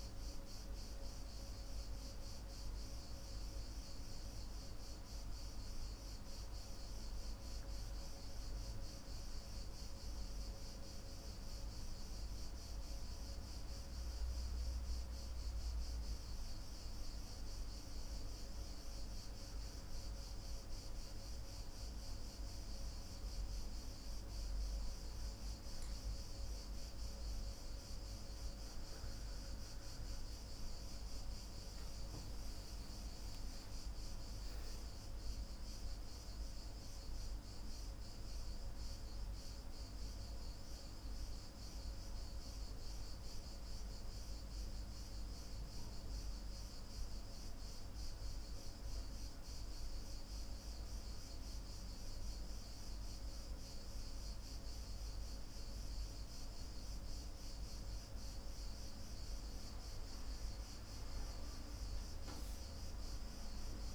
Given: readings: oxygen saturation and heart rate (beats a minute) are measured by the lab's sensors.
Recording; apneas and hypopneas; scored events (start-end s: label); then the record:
breathing in sleep, hard to hear, by a room microphone; none
6.50-36.50 s: new sleep stage, N3 (deep sleep)
36.50-63.95 s: new sleep stage, N2 (light sleep)
From the record:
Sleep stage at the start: N2 (light sleep); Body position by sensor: on the back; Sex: male